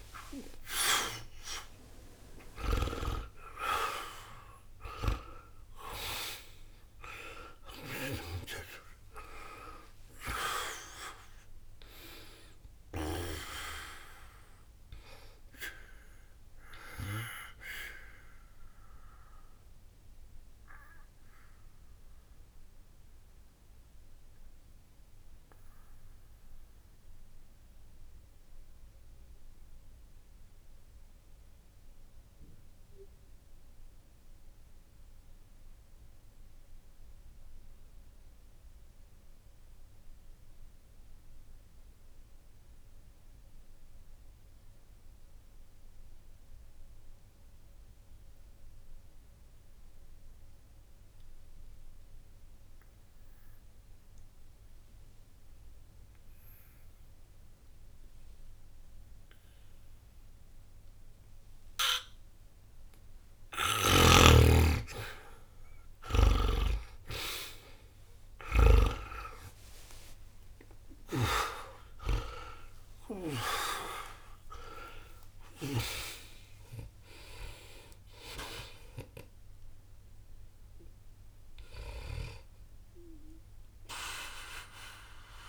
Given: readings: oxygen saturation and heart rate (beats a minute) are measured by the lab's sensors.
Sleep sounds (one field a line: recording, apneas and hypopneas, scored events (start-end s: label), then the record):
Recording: breathing in sleep by a room microphone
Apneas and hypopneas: 1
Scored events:
0.00-38.50 s: oxygen desaturation (device-marked, oxygen 73% lowest, heart rate 60 extreme)
17.00-63.50 s: obstructive apnea (oxygen 98% before, 73% lowest, heart rate 60 before, 60 extreme, up 0 after)
56.50-85.49 s: oxygen desaturation (device-marked, oxygen 99% before, 73% lowest, heart rate 60 before, 60 extreme)
68.00-73.50 s: arousal
From the record:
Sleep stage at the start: N2 (light sleep)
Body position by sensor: on the back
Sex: male